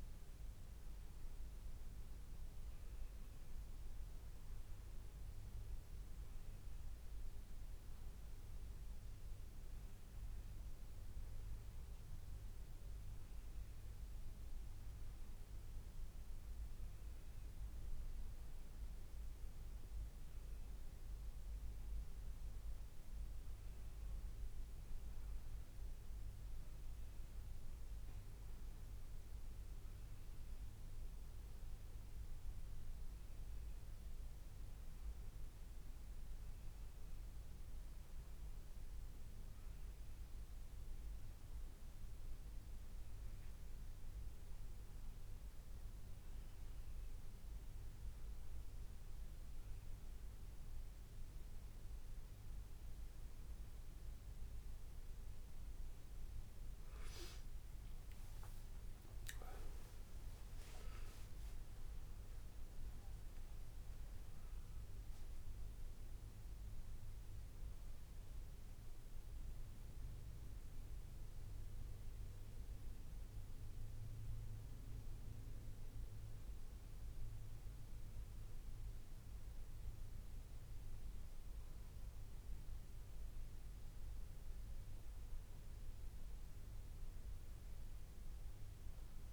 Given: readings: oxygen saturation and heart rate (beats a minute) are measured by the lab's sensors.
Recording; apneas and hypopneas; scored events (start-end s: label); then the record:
breathing in sleep, hard to hear, by a room microphone; none
52.00-89.33 s: new sleep stage, N1 (lightest sleep)
57.00-60.50 s: arousal
60.50-62.50 s: long interval between heartbeats (device-marked, heart rate 91 before, 105 extreme)
From the record:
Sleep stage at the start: N2 (light sleep); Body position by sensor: on the back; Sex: male